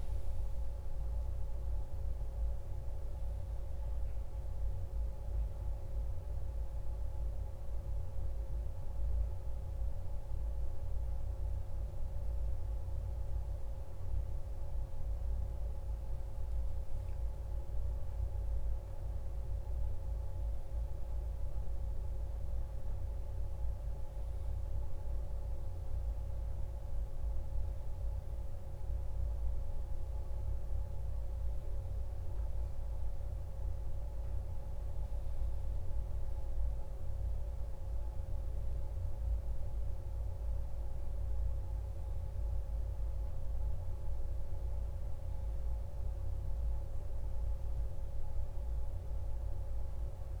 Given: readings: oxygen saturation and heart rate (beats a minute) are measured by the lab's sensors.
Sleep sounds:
a person awake in a sleep study, hard to hear, by a room microphone; none
32.00-50.40 s: new sleep stage, N1 (lightest sleep)
From the record:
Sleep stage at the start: awake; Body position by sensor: on the back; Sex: male

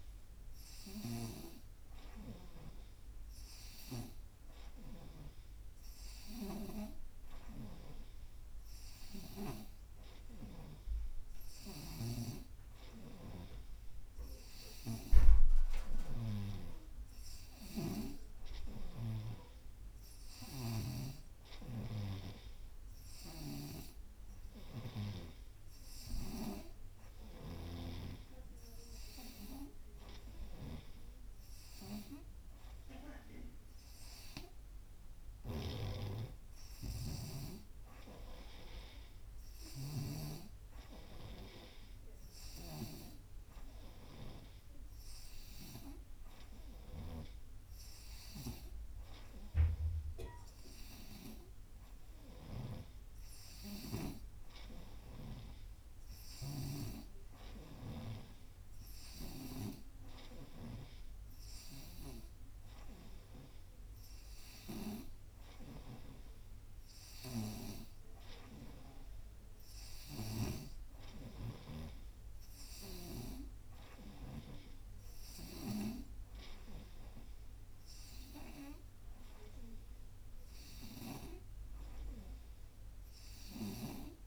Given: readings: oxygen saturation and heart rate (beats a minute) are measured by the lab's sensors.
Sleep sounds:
breathing in sleep by a room microphone; none
11.50-16.50 s: snoring (device-marked)
18.50-25.00 s: snoring (device-marked)
27.00-61.00 s: snoring (device-marked)
70.00-74.50 s: snoring (device-marked)
From the record:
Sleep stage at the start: N2 (light sleep); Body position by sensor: on the right side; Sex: female

